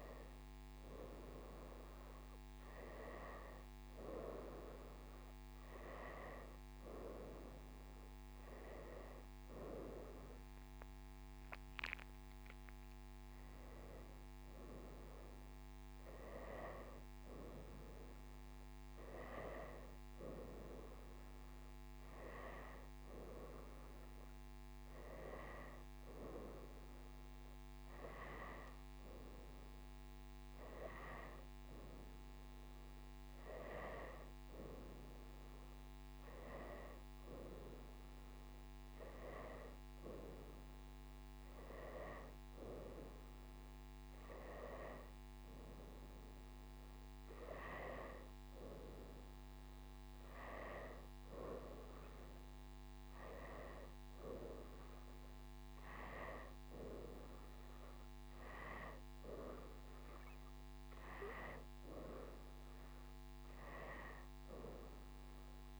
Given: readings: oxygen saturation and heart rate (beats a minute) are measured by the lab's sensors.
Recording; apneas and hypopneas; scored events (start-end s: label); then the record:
breathing in sleep by a microphone on the trachea; none
none scored
From the record:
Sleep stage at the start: N2 (light sleep); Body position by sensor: upright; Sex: female